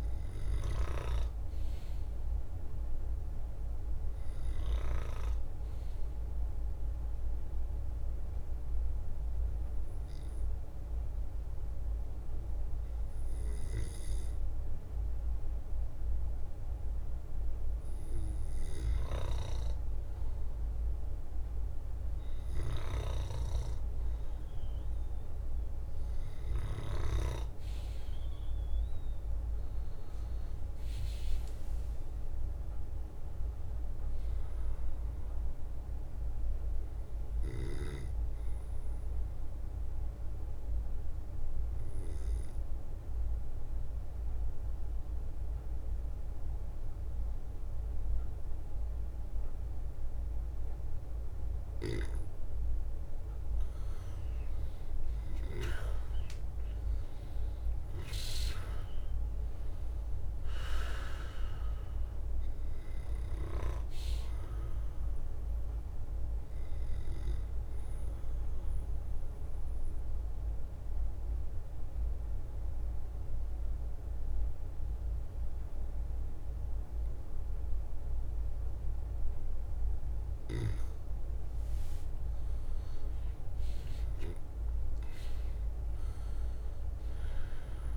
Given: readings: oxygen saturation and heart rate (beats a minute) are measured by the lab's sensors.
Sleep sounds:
breathing in sleep by a room microphone; 3
0.00-5.50 s: leg movement (device-marked)
0.00-9.50 s: oxygen desaturation (device-marked, oxygen 94% lowest, heart rate 57 extreme)
0.00-25.50 s: bradycardia (device-marked, heart rate 57 extreme)
5.50-32.50 s: drop in pulse transit time (device-marked, heart rate 61 before, 57 extreme)
7.00-17.00 s: obstructive apnea (oxygen 99% before, 94% lowest, heart rate 61 before, 57 extreme, up 2 after)
7.50-14.00 s: leg movement (device-marked)
15.50-22.50 s: leg movement (device-marked)
24.00-30.50 s: leg movement (device-marked)
28.50-32.50 s: arousal
35.00-43.00 s: leg movement (device-marked)
37.50-52.50 s: bradycardia (device-marked, heart rate 55 before, 56 extreme)
39.00-52.50 s: obstructive apnea (oxygen 99% before, 94% lowest, heart rate 60 before, 56 extreme, up 9 after)
46.50-56.00 s: leg movement (device-marked)
54.00-58.50 s: arousal
54.50-78.50 s: oxygen desaturation (device-marked, oxygen 98% before, 94% lowest, heart rate 59 before, 56 extreme)
56.50-58.50 s: leg movement (device-marked)
62.50-80.50 s: bradycardia (device-marked, heart rate 55 before, 56 extreme)
69.00-81.00 s: obstructive apnea (oxygen 98% before, 93% lowest, heart rate 60 before, 56 extreme, up 10 after)
72.50-86.50 s: drop in pulse transit time (device-marked, heart rate 60 before, 56 extreme)
81.00-84.00 s: leg movement (device-marked)
83.50-87.97 s: arousal
From the record:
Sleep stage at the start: N2 (light sleep); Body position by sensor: on the back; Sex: male

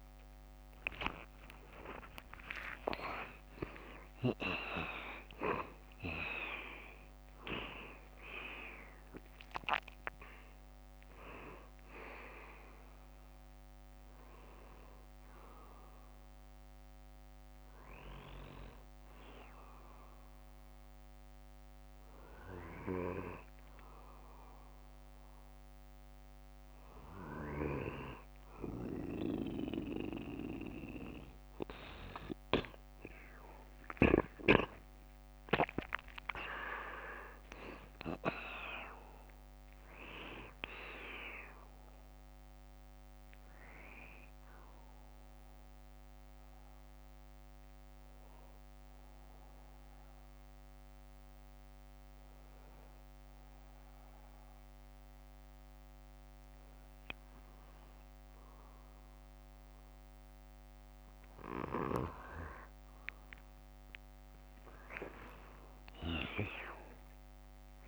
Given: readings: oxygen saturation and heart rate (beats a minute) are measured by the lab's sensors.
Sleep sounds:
breathing in sleep by a microphone on the trachea; 1
0.00-8.50 s: oxygen desaturation (device-marked, oxygen 93% lowest, heart rate 63 extreme)
34.00-38.50 s: arousal
48.50-61.00 s: obstructive apnea (oxygen 96% before, 92% lowest, heart rate 68 before, 59 extreme, up 11 after)
65.50-67.87 s: arousal
From the record:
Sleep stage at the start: N2 (light sleep); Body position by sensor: on the back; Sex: male

